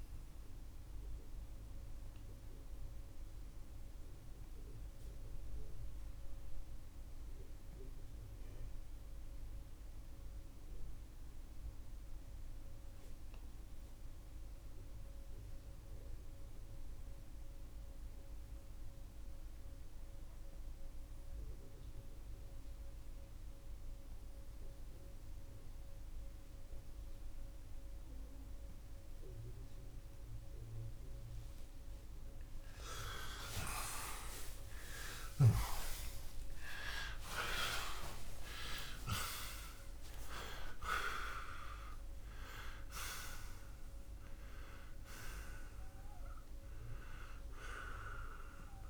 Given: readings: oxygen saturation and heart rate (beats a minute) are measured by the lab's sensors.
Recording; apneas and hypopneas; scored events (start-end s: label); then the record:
breathing in sleep by a room microphone; 1
1.50-30.00 s: mixed apnea (oxygen 95% before, 82% lowest, heart rate 104 before, 57 extreme)
7.00-32.00 s: oxygen desaturation (device-marked, oxygen 93% before, 84% lowest, heart rate 96 before, 57 extreme)
33.00-39.50 s: arousal
From the record:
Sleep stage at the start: N2 (light sleep); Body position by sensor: on the back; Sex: male